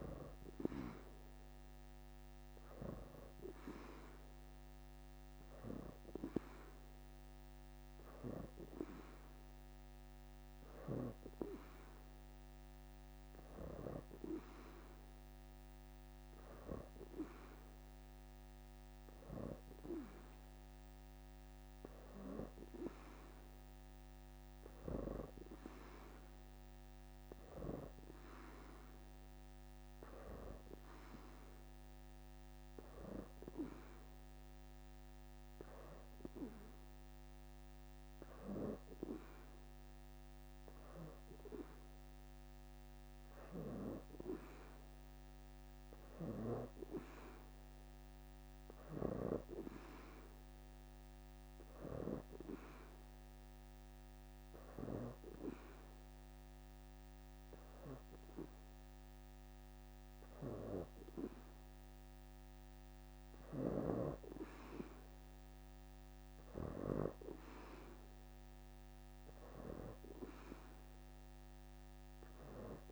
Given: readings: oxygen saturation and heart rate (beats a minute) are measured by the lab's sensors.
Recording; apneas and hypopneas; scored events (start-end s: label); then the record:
breathing in sleep by a microphone on the trachea; 2
3.50-14.50 s: hypopnea (oxygen 93% before, 84% lowest, heart rate 83 before, 82 extreme, up 1 after)
8.50-15.00 s: leg movement (device-marked)
9.50-16.50 s: oxygen desaturation (device-marked, oxygen 91% before, 87% lowest, heart rate 83 before, 82 extreme)
17.00-19.00 s: leg movement (device-marked)
17.00-19.50 s: arousal
24.50-40.50 s: oxygen desaturation (device-marked, oxygen 90% before, 86% lowest, heart rate 84 before, 82 extreme)
40.50-43.50 s: leg movement (device-marked)
44.00-46.00 s: leg movement (device-marked)
48.50-52.50 s: leg movement (device-marked)
48.50-63.50 s: oxygen desaturation (device-marked, oxygen 89% before, 85% lowest, heart rate 83 before, 82 extreme)
52.50-62.50 s: hypopnea (oxygen 89% before, 82% lowest, heart rate 83 before, 82 extreme, up 0 after)
54.00-62.50 s: leg movement (device-marked)
64.50-68.50 s: arousal
67.00-72.92 s: leg movement (device-marked)
70.50-72.92 s: oxygen desaturation (device-marked, oxygen 89% before, 84% lowest, heart rate 84 before, 82 extreme)
From the record:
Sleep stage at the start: N2 (light sleep); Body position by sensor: on the back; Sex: female